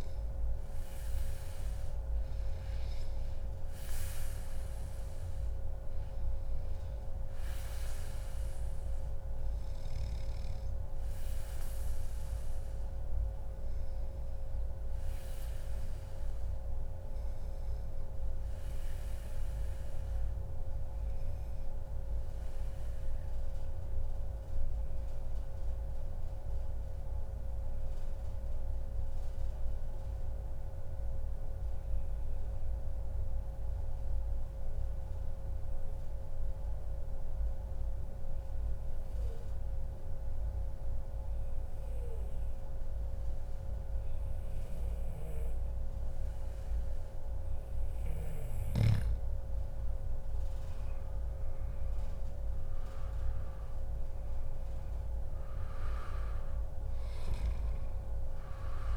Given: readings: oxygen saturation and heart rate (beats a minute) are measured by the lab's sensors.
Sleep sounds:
breathing in sleep, hard to hear, by a room microphone; 1
0.00-19.50 s: oxygen desaturation (device-marked, oxygen 94% lowest, heart rate 97 extreme)
10.50-12.50 s: long interval between heartbeats (device-marked, heart rate 109 before, 105 extreme)
13.50-15.50 s: long interval between heartbeats (device-marked, heart rate 109 before, 106 extreme)
18.50-47.00 s: obstructive apnea (oxygen 97% before, 93% lowest, heart rate 109 before, 97 extreme, up 18 after)
28.50-30.50 s: long interval between heartbeats (device-marked, heart rate 107 before, 97 extreme)
40.50-42.50 s: long interval between heartbeats (device-marked, heart rate 109 before, 116 extreme)
48.50-53.00 s: arousal
52.00-54.00 s: long interval between heartbeats (device-marked, heart rate 113 before, 122 extreme)
52.50-58.97 s: oxygen desaturation (device-marked, oxygen 96% before, 93% lowest, heart rate 114 before, 98 extreme)
From the record:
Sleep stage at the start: N2 (light sleep); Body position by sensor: on the back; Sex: male

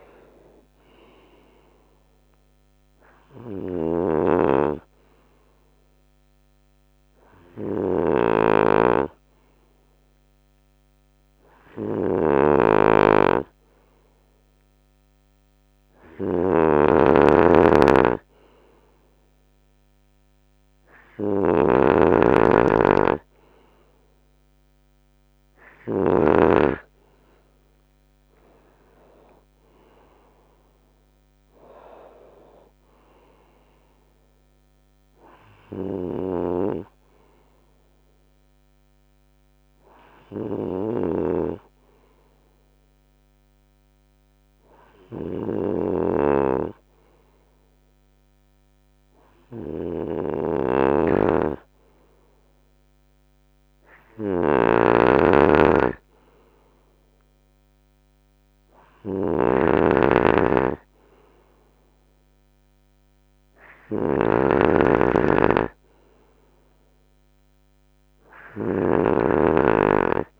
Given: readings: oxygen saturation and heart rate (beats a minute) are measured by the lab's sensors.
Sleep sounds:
breathing in sleep by a microphone on the trachea; 2
0.00-10.00 s: drop in pulse transit time (device-marked, heart rate 71 extreme)
2.50-25.50 s: snoring (device-marked)
4.50-16.00 s: hypopnea (oxygen 96% before, 94% lowest, heart rate 75 before, 71 extreme, up 3 after)
28.00-40.00 s: drop in pulse transit time (device-marked, heart rate 73 before, 72 extreme)
28.50-31.50 s: arousal
35.00-70.40 s: snoring (device-marked)
38.50-52.00 s: hypopnea (oxygen 97% before, 94% lowest, heart rate 78 before, 68 extreme, up 2 after)
57.50-61.50 s: arousal
From the record:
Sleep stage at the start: N2 (light sleep); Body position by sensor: on the right side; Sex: male

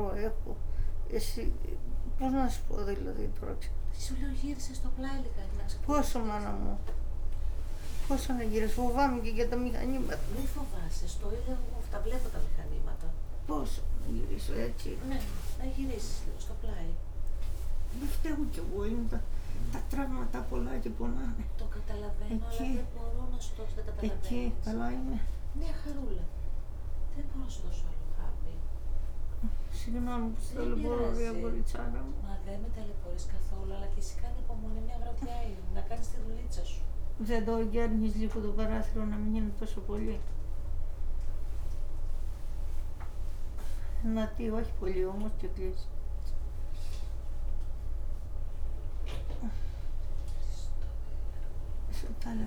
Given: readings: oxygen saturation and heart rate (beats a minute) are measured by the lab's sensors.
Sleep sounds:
a person awake in a sleep study, by a room microphone; none
15.00-23.50 s: leg movement (device-marked)
45.50-52.46 s: oxygen desaturation (device-marked, oxygen 94% before, 90% lowest, heart rate 104 before, 87 extreme)
From the record:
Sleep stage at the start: awake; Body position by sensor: on the right side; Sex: female

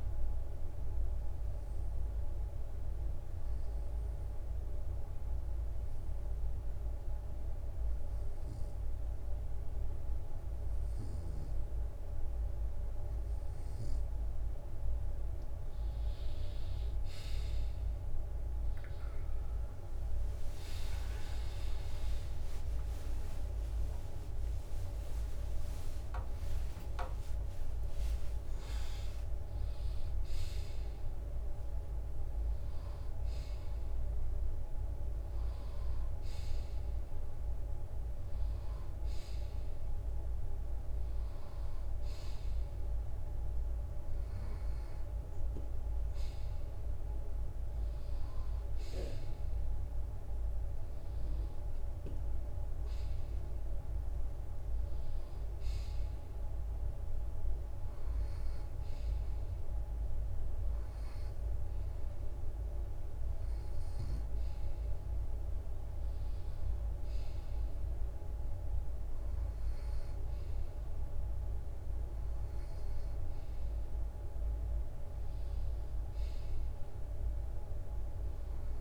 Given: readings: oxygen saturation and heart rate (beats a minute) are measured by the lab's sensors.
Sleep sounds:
breathing in sleep, hard to hear, by a room microphone; 1
3.00-13.00 s: hypopnea (oxygen 94% before, 92% lowest, heart rate 69 before, 70 extreme, up 1 after)
21.00-35.00 s: drop in pulse transit time (device-marked, heart rate 70 before, 71 extreme)
23.00-27.50 s: arousal
From the record:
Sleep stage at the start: N2 (light sleep); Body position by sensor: on the right side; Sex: male

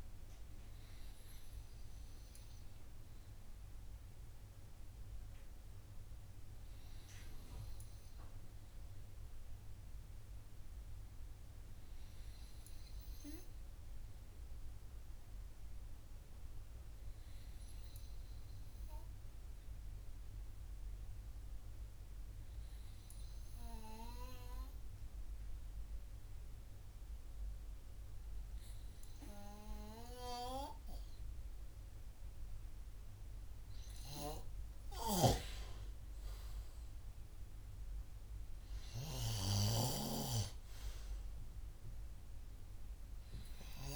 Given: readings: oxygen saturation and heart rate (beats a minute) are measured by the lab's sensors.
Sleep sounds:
breathing in sleep by a room microphone; 1
18.00-32.50 s: hypopnea (oxygen 99% before, 94% lowest, heart rate 64 before, 49 extreme, up 23 after)
34.00-37.50 s: arousal
35.00-40.00 s: snoring (device-marked)
From the record:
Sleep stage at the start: N2 (light sleep); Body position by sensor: on the right side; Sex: male

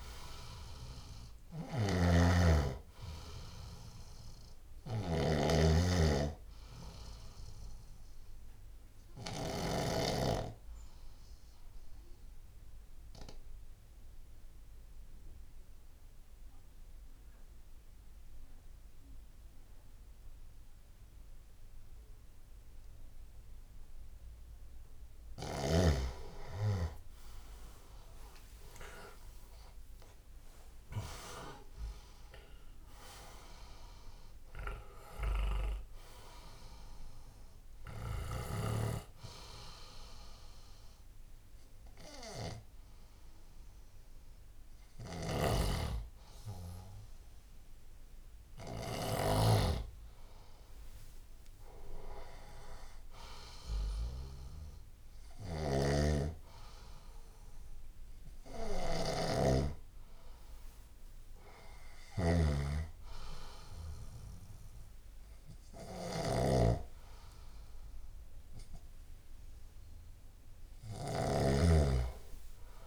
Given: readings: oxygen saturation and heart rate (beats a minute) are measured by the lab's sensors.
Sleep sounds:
breathing in sleep by a room microphone; 2
0.00-10.00 s: snoring (device-marked)
0.00-18.00 s: oxygen desaturation (device-marked, oxygen 89% lowest, heart rate 63 extreme)
8.50-23.50 s: obstructive apnea (oxygen 98% before, 89% lowest, heart rate 77 before, 64 extreme, up 16 after)
29.50-34.00 s: arousal
33.00-51.00 s: oxygen desaturation (device-marked, oxygen 97% before, 91% lowest, heart rate 73 before, 64 extreme)
39.50-51.50 s: hypopnea (oxygen 97% before, 91% lowest, heart rate 77 before, 64 extreme, up 14 after)
45.00-49.00 s: snoring (device-marked)
53.00-55.50 s: arousal
55.50-72.87 s: snoring (device-marked)
From the record:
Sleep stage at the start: N2 (light sleep); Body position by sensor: on the left side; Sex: male

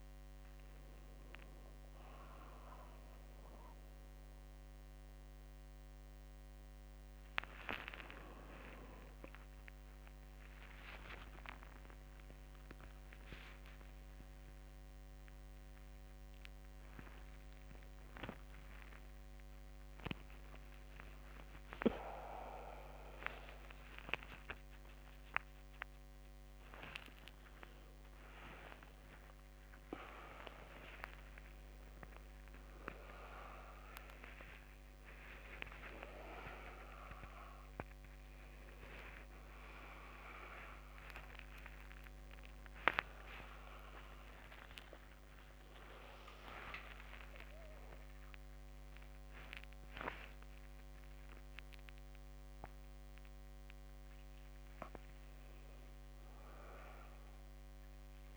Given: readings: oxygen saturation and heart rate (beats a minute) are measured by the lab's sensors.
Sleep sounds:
a person awake in a sleep study, by a microphone on the trachea; none
2.00-58.37 s: new sleep stage, awake
12.50-14.50 s: long interval between heartbeats (device-marked, heart rate 69 before, 99 extreme)
15.00-17.00 s: long interval between heartbeats (device-marked, heart rate 76 before, 144 extreme)
18.50-20.50 s: long interval between heartbeats (device-marked, heart rate 89 before, 156 extreme)
24.50-26.50 s: long interval between heartbeats (device-marked, heart rate 112 before, 135 extreme)
26.50-28.50 s: long interval between heartbeats (device-marked, heart rate 118 before, 155 extreme)
29.00-31.00 s: long interval between heartbeats (device-marked, heart rate 133 before, 174 extreme)
31.00-33.00 s: long interval between heartbeats (device-marked, heart rate 144 before, 149 extreme)
42.00-52.00 s: oxygen desaturation (device-marked, oxygen 99% before, 96% lowest, heart rate 128 before, 77 extreme)
45.50-47.50 s: long interval between heartbeats (device-marked, heart rate 119 before, 86 extreme)
49.50-51.50 s: long interval between heartbeats (device-marked, heart rate 108 before, 145 extreme)
From the record:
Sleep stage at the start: N1 (lightest sleep); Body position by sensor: on the front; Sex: male

